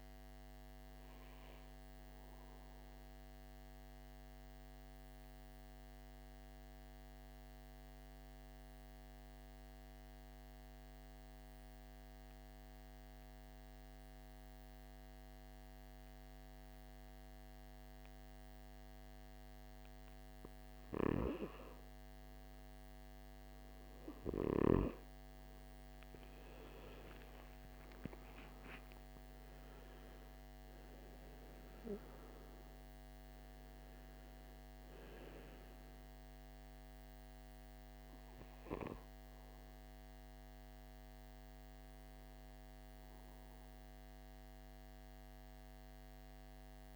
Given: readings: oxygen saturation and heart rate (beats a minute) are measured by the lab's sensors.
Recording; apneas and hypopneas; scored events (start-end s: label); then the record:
breathing in sleep by a microphone on the trachea; 1
0.00-7.50 s: oxygen desaturation (device-marked, oxygen 86% lowest, heart rate 56 extreme)
5.50-22.00 s: obstructive apnea (oxygen 98% before, 87% lowest, heart rate 65 before, 54 extreme, up 10 after)
25.50-46.96 s: oxygen desaturation (device-marked, oxygen 98% before, 90% lowest, heart rate 60 before, 53 extreme)
29.00-33.00 s: arousal
From the record:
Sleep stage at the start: N2 (light sleep); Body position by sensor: on the back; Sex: male